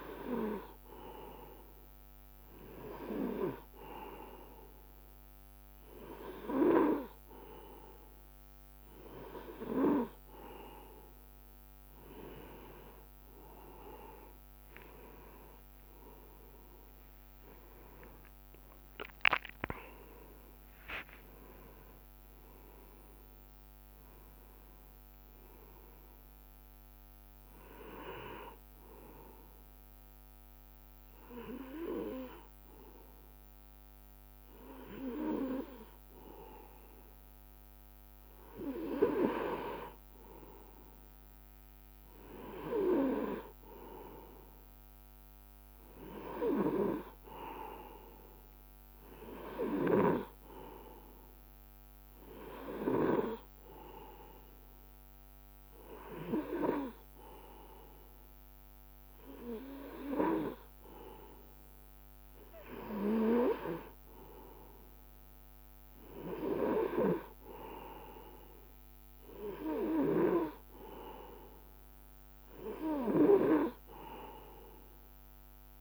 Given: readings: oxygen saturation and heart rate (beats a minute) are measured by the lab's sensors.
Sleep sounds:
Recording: breathing in sleep by a microphone on the trachea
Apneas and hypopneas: none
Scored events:
17.00-21.50 s: arousal
From the record:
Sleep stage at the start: N2 (light sleep)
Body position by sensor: on the right side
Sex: male

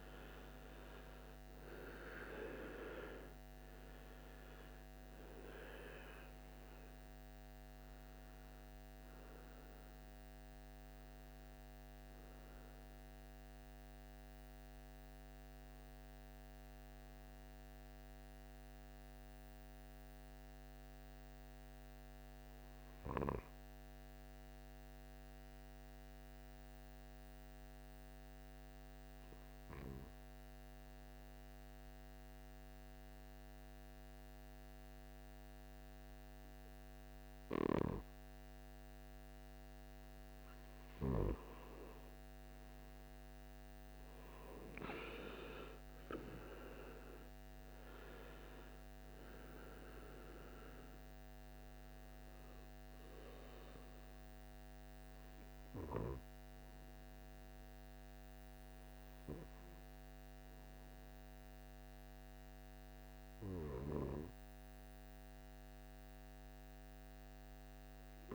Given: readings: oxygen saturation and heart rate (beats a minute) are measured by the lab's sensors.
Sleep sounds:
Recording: breathing in sleep by a microphone on the trachea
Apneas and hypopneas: 1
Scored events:
0.00-2.50 s: arousal
0.00-22.50 s: oxygen desaturation (device-marked, oxygen 88% lowest, heart rate 54 extreme)
15.00-39.00 s: hypopnea (oxygen 97% before, 88% lowest, heart rate 69 before, 55 extreme, up 10 after)
40.50-68.35 s: oxygen desaturation (device-marked, oxygen 98% before, 91% lowest, heart rate 57 before, 54 extreme)
41.00-44.00 s: arousal
From the record:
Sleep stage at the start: N2 (light sleep)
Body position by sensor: on the right side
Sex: male

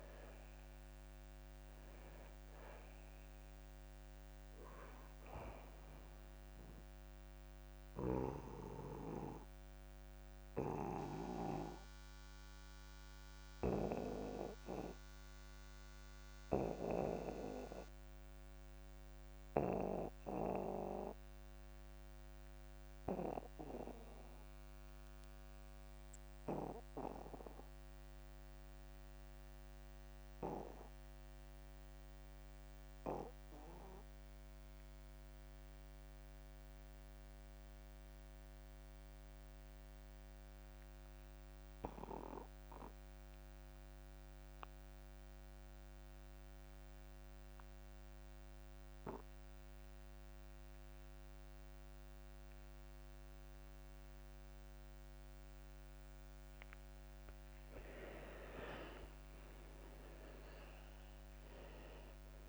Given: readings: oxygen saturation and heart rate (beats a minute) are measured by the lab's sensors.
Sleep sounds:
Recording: breathing in sleep by a microphone on the trachea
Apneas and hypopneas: 1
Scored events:
0.00-25.00 s: oxygen desaturation (device-marked, oxygen 83% lowest)
9.00-56.00 s: obstructive apnea (oxygen 99% before, 73% lowest)
38.00-62.49 s: oxygen desaturation (device-marked, oxygen 98% before, 73% lowest)
58.00-61.00 s: arousal
From the record:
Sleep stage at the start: N2 (light sleep)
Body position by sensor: on the back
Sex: male

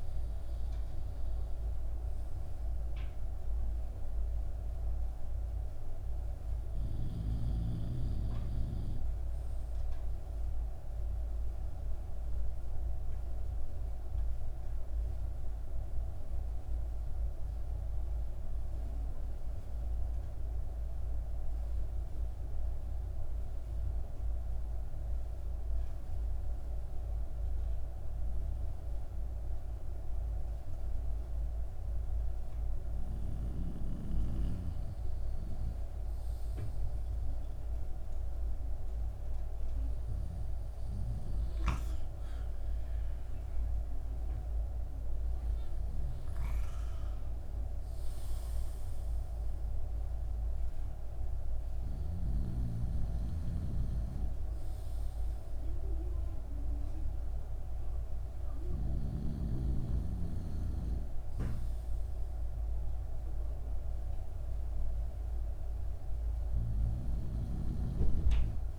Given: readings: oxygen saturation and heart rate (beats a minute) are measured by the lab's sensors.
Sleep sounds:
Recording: breathing in sleep by a room microphone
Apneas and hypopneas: none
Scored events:
none scored
From the record:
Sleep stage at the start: N2 (light sleep)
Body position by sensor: on the back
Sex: male

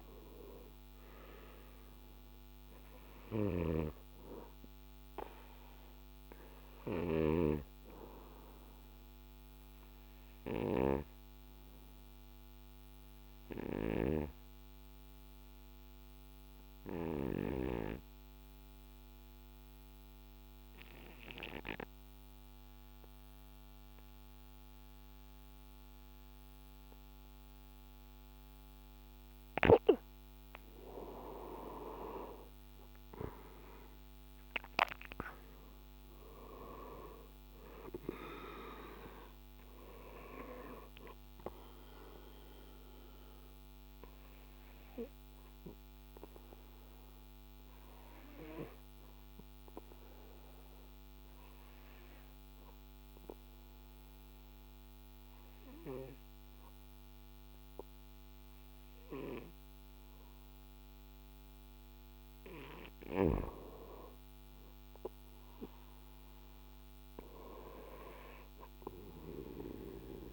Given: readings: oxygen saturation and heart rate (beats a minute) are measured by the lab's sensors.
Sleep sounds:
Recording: breathing in sleep by a microphone on the trachea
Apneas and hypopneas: 2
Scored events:
2.00-28.00 s: oxygen desaturation (device-marked, oxygen 97% before, 91% lowest, heart rate 59 before, 55 extreme)
13.00-29.00 s: obstructive apnea (oxygen 97% before, 91% lowest, heart rate 61 before, 55 extreme, up 8 after)
32.50-38.00 s: arousal
43.00-62.00 s: obstructive apnea (oxygen 97% before, 91% lowest, heart rate 61 before, 55 extreme, up 2 after)
46.00-63.00 s: oxygen desaturation (device-marked, oxygen 95% before, 91% lowest, heart rate 61 before, 55 extreme)
64.00-68.00 s: arousal
From the record:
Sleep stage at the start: N2 (light sleep)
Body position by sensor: on the back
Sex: male

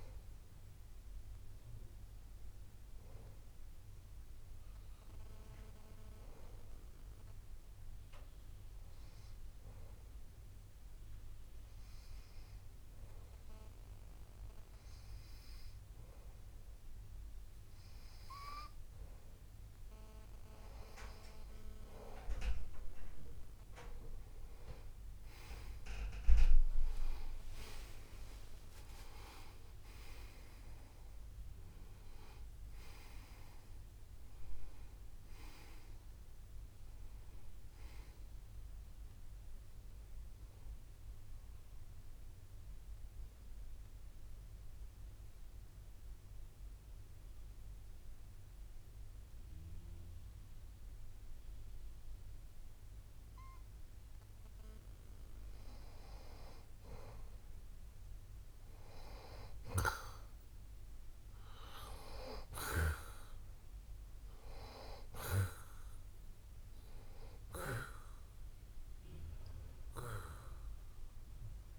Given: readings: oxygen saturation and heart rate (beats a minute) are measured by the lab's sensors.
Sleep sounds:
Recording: breathing in sleep by a room microphone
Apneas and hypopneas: 2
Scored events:
7.00-21.50 s: hypopnea (oxygen 93% before, 92% lowest)
27.50-31.50 s: arousal
42.50-56.00 s: obstructive apnea (oxygen 95% before, 92% lowest)
67.50-71.50 s: arousal
From the record:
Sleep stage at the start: N2 (light sleep)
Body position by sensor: on the back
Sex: male

